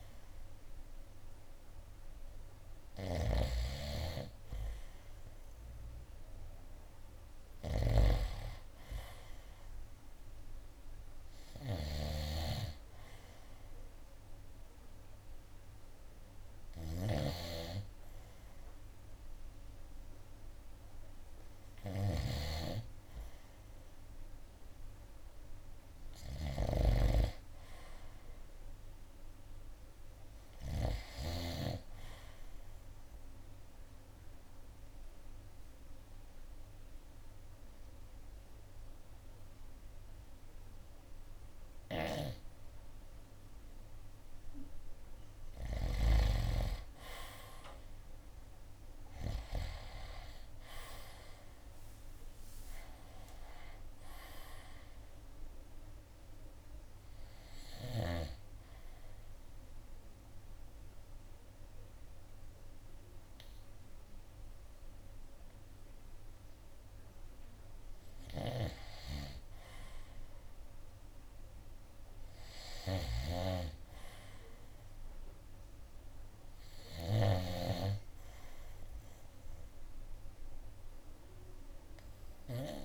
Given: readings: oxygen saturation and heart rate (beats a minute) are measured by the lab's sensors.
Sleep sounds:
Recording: breathing in sleep by a room microphone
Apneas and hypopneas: 2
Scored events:
0.00-1.00 s: oxygen desaturation (device-marked, oxygen 90% lowest, heart rate 62 extreme)
0.00-8.00 s: snoring (device-marked)
9.00-21.00 s: oxygen desaturation (device-marked, oxygen 94% before, 91% lowest, heart rate 64 before, 60 extreme)
17.00-27.00 s: snoring (device-marked)
28.00-31.00 s: arousal
32.50-45.00 s: obstructive apnea (oxygen 94% before, 88% lowest, heart rate 66 before, 59 extreme, up 12 after)
46.50-49.50 s: arousal
51.00-64.00 s: drop in pulse transit time (device-marked, heart rate 64 before, 59 extreme)
54.00-72.00 s: oxygen desaturation (device-marked, oxygen 94% before, 88% lowest, heart rate 65 before, 59 extreme)
59.50-69.50 s: obstructive apnea (oxygen 94% before, 88% lowest, heart rate 66 before, 62 extreme, up 11 after)
73.00-77.00 s: arousal
From the record:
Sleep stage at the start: N2 (light sleep)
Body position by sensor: on the right side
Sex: male

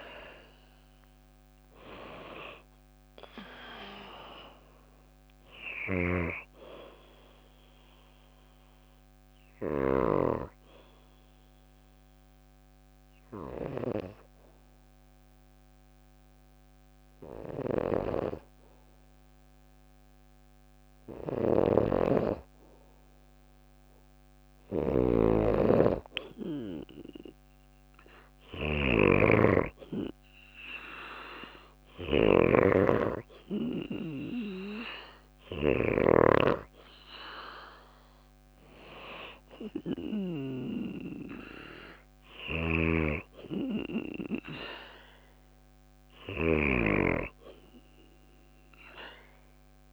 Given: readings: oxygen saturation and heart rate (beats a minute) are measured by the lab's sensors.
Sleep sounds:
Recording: breathing in sleep by a microphone on the trachea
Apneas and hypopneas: 1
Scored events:
0.00-1.50 s: arousal
1.50-20.50 s: oxygen desaturation (device-marked, oxygen 97% before, 93% lowest, heart rate 56 before, 53 extreme)
8.00-19.00 s: hypopnea (oxygen 97% before, 93% lowest, heart rate 57 before, 53 extreme, up 4 after)
20.50-35.00 s: snoring (device-marked)
23.00-26.50 s: arousal
41.50-49.93 s: snoring (device-marked)
From the record:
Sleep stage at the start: N2 (light sleep)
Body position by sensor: on the back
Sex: female

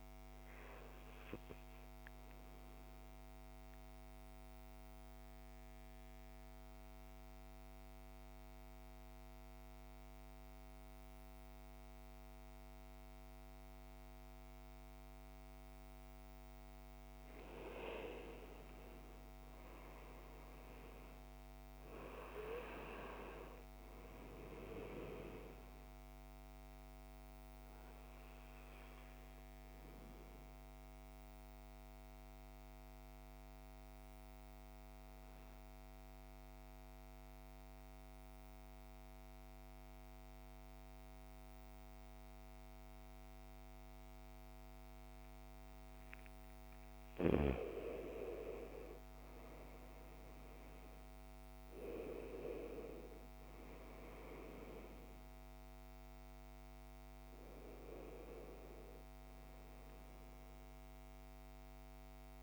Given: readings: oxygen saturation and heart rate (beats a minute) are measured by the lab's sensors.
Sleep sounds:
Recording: breathing in sleep by a microphone on the trachea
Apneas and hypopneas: 2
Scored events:
0.00-11.00 s: oxygen desaturation (device-marked, oxygen 91% lowest, heart rate 54 extreme)
1.00-16.00 s: central apnea (oxygen 96% before, 90% lowest, heart rate 58 before, 53 extreme, up 8 after)
17.50-21.00 s: arousal
21.00-39.00 s: oxygen desaturation (device-marked, oxygen 98% before, 90% lowest, heart rate 56 before, 53 extreme)
27.50-45.00 s: central apnea (oxygen 98% before, 90% lowest, heart rate 58 before, 53 extreme, up 7 after)
47.50-51.00 s: arousal
49.00-62.43 s: oxygen desaturation (device-marked, oxygen 98% before, 90% lowest, heart rate 55 before, 52 extreme)
From the record:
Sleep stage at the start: N2 (light sleep)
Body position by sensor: on the right side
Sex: male

